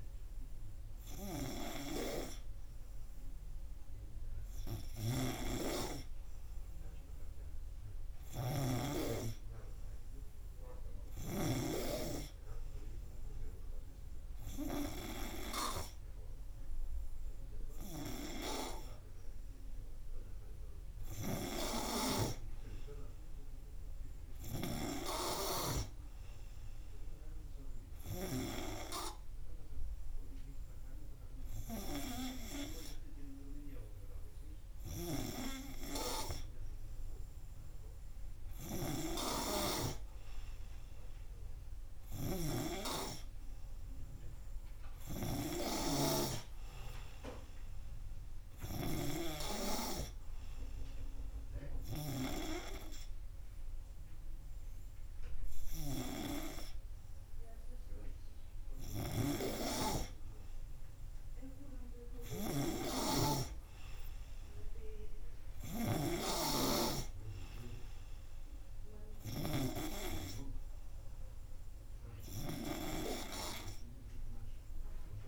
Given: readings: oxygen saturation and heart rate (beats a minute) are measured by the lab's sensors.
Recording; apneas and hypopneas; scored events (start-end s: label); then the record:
breathing in sleep by a room microphone; none
none scored
From the record:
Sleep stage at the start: N3 (deep sleep); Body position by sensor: on the right side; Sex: male